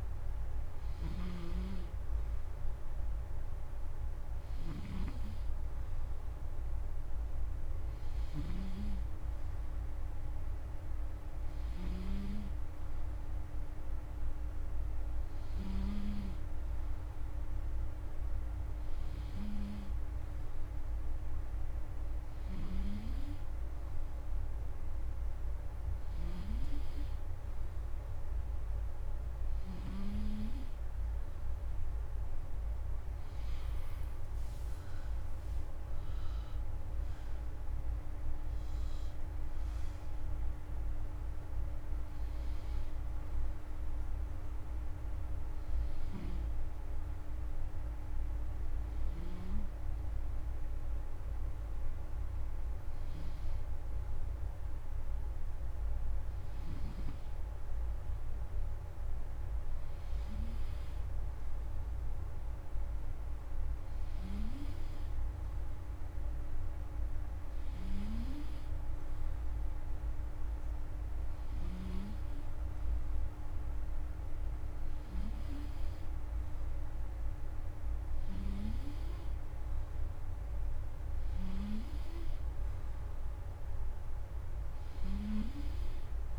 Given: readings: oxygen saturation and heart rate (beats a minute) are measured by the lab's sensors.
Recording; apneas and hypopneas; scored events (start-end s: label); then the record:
breathing in sleep by a room microphone; none
0.00-11.50 s: snoring (device-marked)
22.00-29.50 s: snoring (device-marked)
45.50-49.00 s: snoring (device-marked)
From the record:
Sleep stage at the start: N2 (light sleep); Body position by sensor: on the front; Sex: male